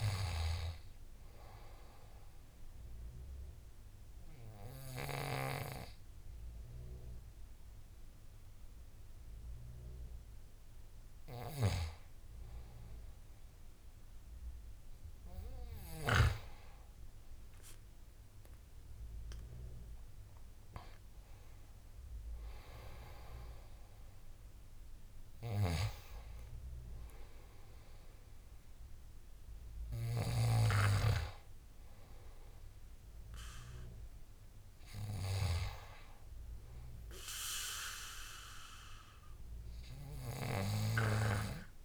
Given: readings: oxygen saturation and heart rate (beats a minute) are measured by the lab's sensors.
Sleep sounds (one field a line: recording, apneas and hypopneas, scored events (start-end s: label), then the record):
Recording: breathing in sleep by a room microphone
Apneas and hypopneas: none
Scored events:
none scored
From the record:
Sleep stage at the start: N2 (light sleep)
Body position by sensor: on the back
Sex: male